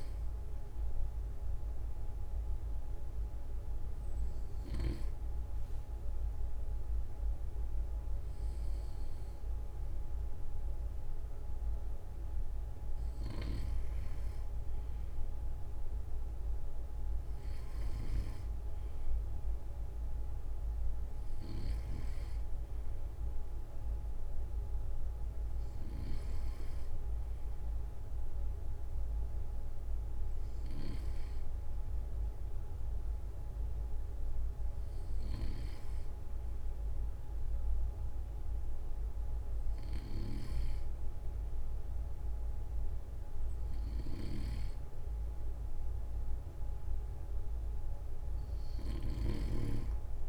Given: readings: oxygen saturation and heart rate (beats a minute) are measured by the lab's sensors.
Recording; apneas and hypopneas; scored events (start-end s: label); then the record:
breathing in sleep by a room microphone; none
40.00-49.00 s: snoring (device-marked)
From the record:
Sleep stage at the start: N2 (light sleep); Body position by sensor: on the right side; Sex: male